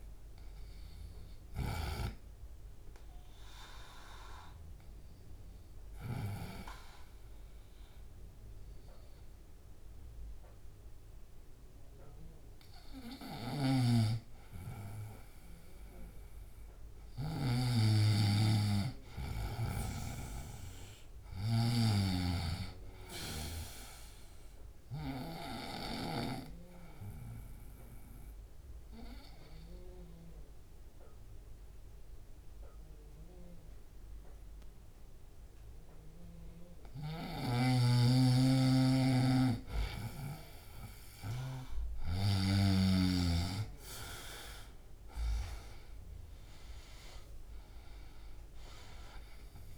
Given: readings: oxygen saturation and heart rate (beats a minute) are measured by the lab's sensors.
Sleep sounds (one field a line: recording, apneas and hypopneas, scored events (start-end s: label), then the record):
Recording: breathing in sleep by a room microphone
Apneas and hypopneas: 2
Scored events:
2.00-14.50 s: obstructive apnea (oxygen 98% before, 91% lowest)
3.50-19.50 s: oxygen desaturation (device-marked, oxygen 98% before, 93% lowest)
13.00-17.50 s: snoring (device-marked)
19.00-22.00 s: arousal
22.00-26.00 s: snoring (device-marked)
23.50-30.50 s: bradycardia (device-marked)
25.50-37.00 s: obstructive apnea (oxygen 98% before, 91% lowest, heart rate 98 before, 36 extreme, up 56 after)
31.50-45.50 s: oxygen desaturation (device-marked, oxygen 98% before, 94% lowest, heart rate 71 before, 67 extreme)
39.00-42.50 s: snoring (device-marked)
42.50-45.50 s: arousal
From the record:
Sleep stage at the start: N2 (light sleep)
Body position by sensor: on the right side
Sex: male